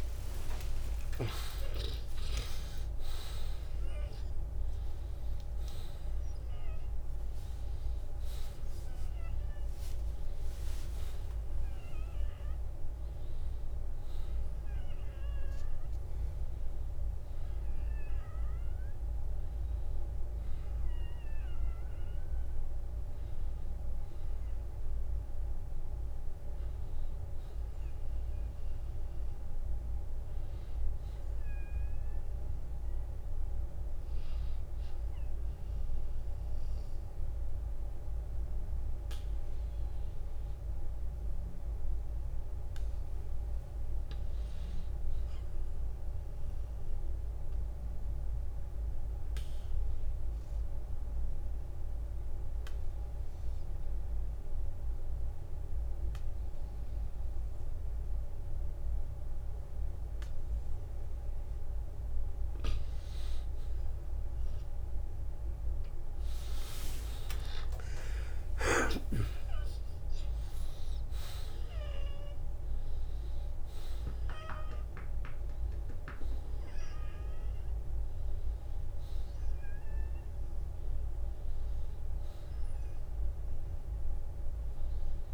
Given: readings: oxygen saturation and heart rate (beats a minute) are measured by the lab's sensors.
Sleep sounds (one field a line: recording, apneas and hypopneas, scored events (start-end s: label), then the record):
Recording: a person partly awake in a sleep study, by a room microphone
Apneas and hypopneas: 1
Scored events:
0.00-1.50 s: long interval between heartbeats (device-marked, heart rate 77 extreme)
3.00-5.00 s: long interval between heartbeats (device-marked, heart rate 61 before, 81 extreme)
10.00-12.00 s: long interval between heartbeats (device-marked, heart rate 66 before, 61 extreme)
21.50-34.50 s: oxygen desaturation (device-marked, oxygen 95% before, 88% lowest, heart rate 67 before, 43 extreme)
28.50-85.34 s: new sleep stage, N2 (light sleep)
46.00-61.50 s: obstructive apnea (oxygen 97% before, 86% lowest, heart rate 59 before, 43 extreme, up 21 after)
50.50-52.50 s: long interval between heartbeats (device-marked, heart rate 56 before, 44 extreme)
62.50-83.50 s: oxygen desaturation (device-marked, oxygen 95% before, 90% lowest, heart rate 51 before, 50 extreme)
63.50-68.50 s: arousal
From the record:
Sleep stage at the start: awake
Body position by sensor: on the back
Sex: male